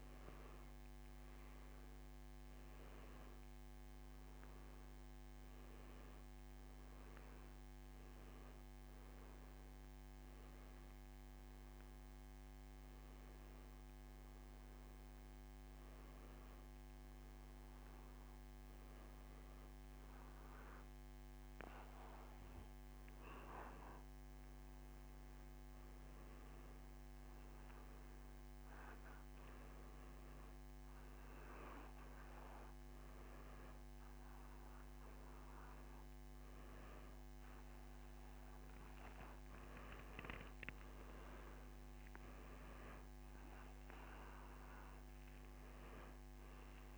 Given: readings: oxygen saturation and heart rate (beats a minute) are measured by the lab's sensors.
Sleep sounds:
breathing in sleep, hard to hear, by a microphone on the trachea; none
none scored
From the record:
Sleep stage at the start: N1 (lightest sleep); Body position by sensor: on the back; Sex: male

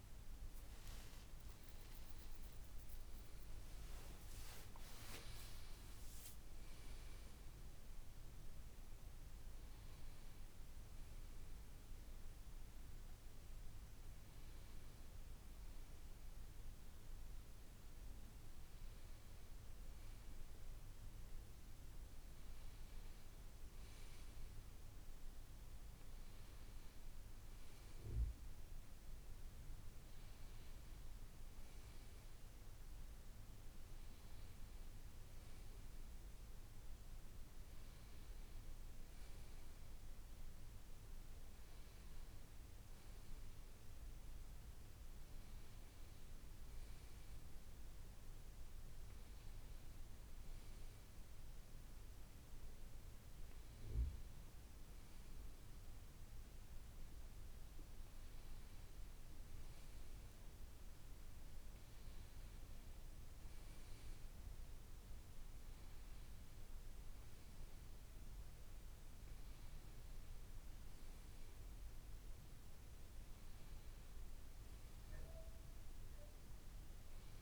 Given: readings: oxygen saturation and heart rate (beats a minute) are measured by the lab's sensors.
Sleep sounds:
a person partly awake in a sleep study, hard to hear, by a room microphone; none
14.50-74.50 s: new sleep stage, N2 (light sleep)
74.50-77.42 s: new sleep stage, awake
From the record:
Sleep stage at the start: awake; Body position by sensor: on the back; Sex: male

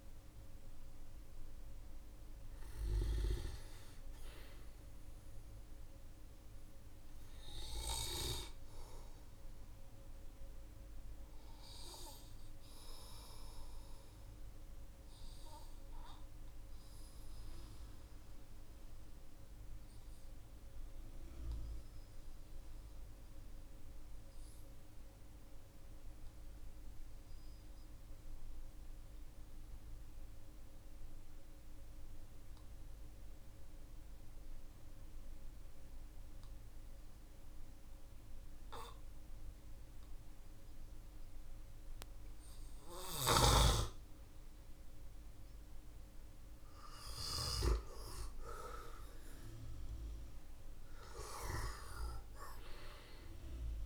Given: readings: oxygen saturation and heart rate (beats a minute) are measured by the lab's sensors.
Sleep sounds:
breathing in sleep by a room microphone; 1
8.00-46.00 s: obstructive apnea (oxygen 99% before, 92% lowest, heart rate 53 before, 45 extreme, up 11 after)
50.00-53.85 s: arousal
From the record:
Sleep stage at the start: N2 (light sleep); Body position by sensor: on the back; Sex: male

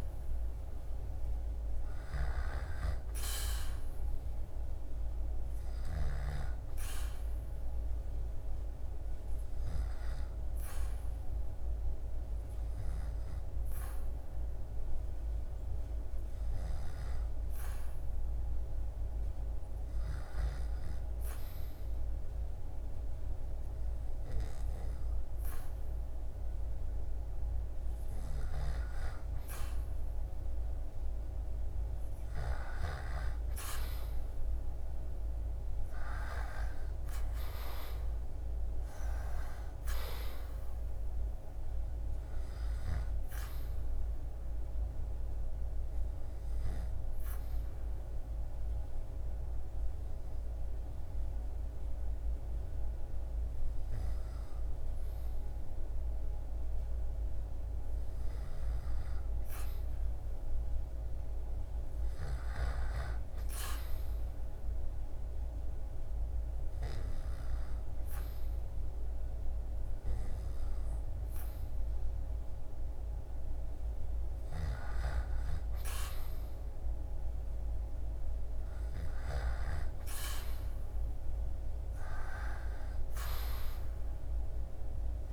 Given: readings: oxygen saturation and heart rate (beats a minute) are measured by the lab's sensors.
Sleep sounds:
breathing in sleep by a room microphone; 2
0.00-1.50 s: arousal
0.00-5.00 s: snoring (device-marked)
10.00-28.00 s: hypopnea (oxygen 97% before, 93% lowest, heart rate 72 before, 67 extreme, up 0 after)
15.50-19.50 s: snoring (device-marked)
27.00-31.50 s: snoring (device-marked)
30.00-33.50 s: arousal
30.00-59.00 s: oxygen desaturation (device-marked, oxygen 97% before, 93% lowest, heart rate 74 before, 67 extreme)
43.50-57.00 s: obstructive apnea (oxygen 97% before, 93% lowest, heart rate 75 before, 67 extreme, up 11 after)
60.00-63.00 s: arousal
70.00-85.33 s: new sleep stage, N2 (light sleep)
73.50-78.50 s: snoring (device-marked)
From the record:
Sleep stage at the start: REM sleep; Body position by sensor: on the back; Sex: male

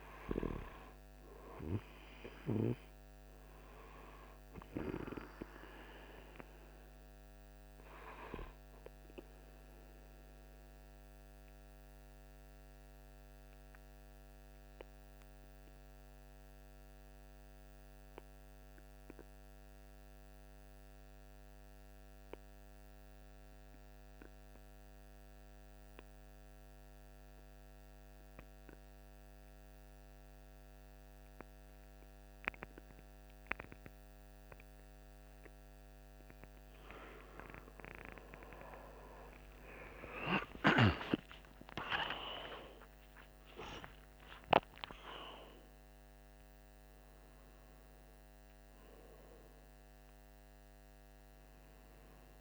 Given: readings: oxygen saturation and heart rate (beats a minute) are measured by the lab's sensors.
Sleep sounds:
breathing in sleep by a microphone on the trachea; 1
9.50-36.00 s: obstructive apnea (oxygen 97% before, 92% lowest, heart rate 47 before, 44 extreme, up 14 after)
39.00-44.00 s: arousal
43.50-52.41 s: oxygen desaturation (device-marked, oxygen 97% before, 92% lowest, heart rate 50 before, 43 extreme)
From the record:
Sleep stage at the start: N2 (light sleep); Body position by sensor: on the right side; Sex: male

